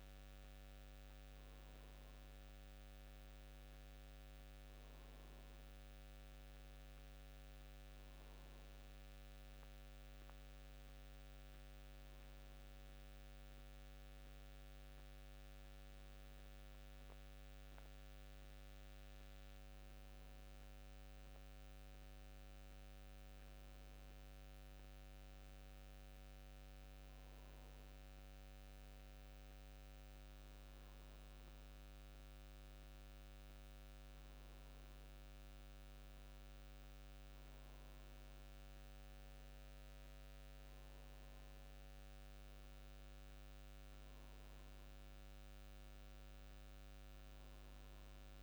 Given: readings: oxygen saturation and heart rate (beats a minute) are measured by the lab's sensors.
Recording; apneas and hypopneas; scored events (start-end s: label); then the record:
breathing in sleep, hard to hear, by a microphone on the trachea; none
none scored
From the record:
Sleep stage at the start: N1 (lightest sleep); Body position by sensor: on the back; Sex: male